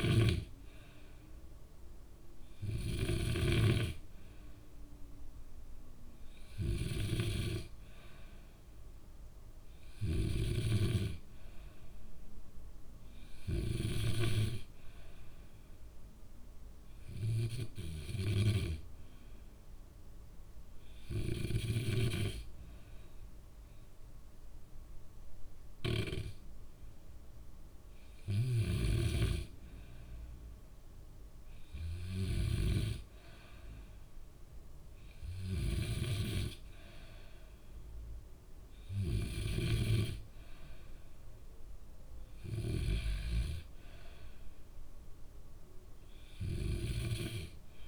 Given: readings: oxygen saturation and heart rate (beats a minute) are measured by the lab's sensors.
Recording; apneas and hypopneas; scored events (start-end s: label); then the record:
breathing in sleep by a room microphone; none
0.00-3.50 s: snoring (device-marked)
From the record:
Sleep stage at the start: N2 (light sleep); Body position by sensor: on the back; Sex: male